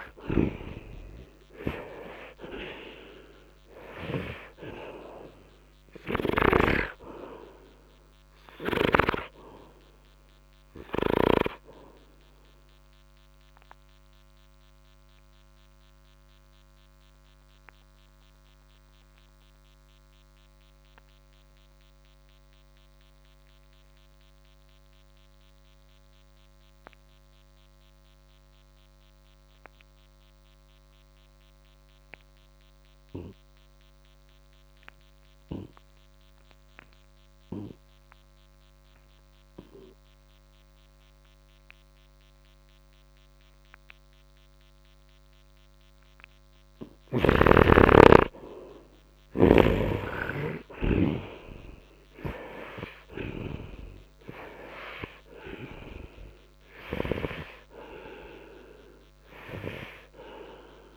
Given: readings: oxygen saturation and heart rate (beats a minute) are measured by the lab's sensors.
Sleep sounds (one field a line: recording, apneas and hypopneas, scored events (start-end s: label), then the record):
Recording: breathing in sleep by a microphone on the trachea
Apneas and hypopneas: 1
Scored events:
0.00-4.50 s: snoring (device-marked)
0.00-5.50 s: oxygen desaturation (device-marked, oxygen 91% lowest, heart rate 54 extreme)
6.50-11.50 s: snoring (device-marked)
7.50-31.50 s: oxygen desaturation (device-marked, oxygen 93% before, 69% lowest, heart rate 58 before, 47 extreme)
12.00-45.00 s: obstructive apnea (oxygen 99% before, 66% lowest, heart rate 59 before, 47 extreme, up 6 after)
47.50-51.50 s: arousal
48.50-60.97 s: oxygen desaturation (device-marked, oxygen 96% before, 66% lowest, heart rate 57 before, 56 extreme)
49.50-53.50 s: snoring (device-marked)
From the record:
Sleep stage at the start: N2 (light sleep)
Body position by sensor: on the right side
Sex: male